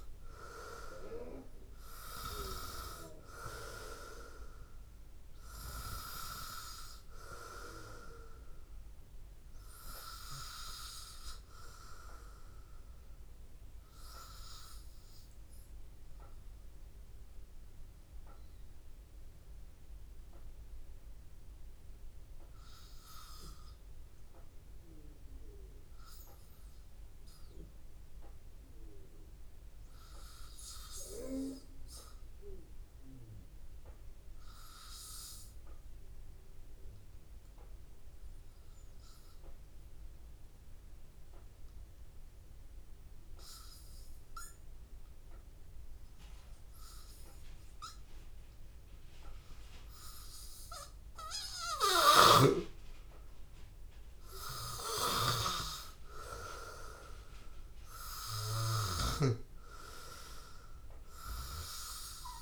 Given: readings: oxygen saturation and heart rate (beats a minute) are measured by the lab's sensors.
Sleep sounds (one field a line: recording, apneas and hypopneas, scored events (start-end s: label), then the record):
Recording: breathing in sleep by a room microphone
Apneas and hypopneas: 1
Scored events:
0.00-3.00 s: arousal
0.00-28.00 s: oxygen desaturation (device-marked, oxygen 89% lowest, heart rate 82 extreme)
4.00-6.00 s: long interval between heartbeats (device-marked, heart rate 85 before, 87 extreme)
8.00-10.00 s: long interval between heartbeats (device-marked, heart rate 86 before, 88 extreme)
16.50-52.50 s: hypopnea (oxygen 95% before, 89% lowest, heart rate 87 before, 82 extreme, up 2 after)
50.00-62.42 s: oxygen desaturation (device-marked, oxygen 98% before, 92% lowest, heart rate 83 before, 82 extreme)
55.00-61.00 s: arousal
From the record:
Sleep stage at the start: N2 (light sleep)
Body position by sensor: on the back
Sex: male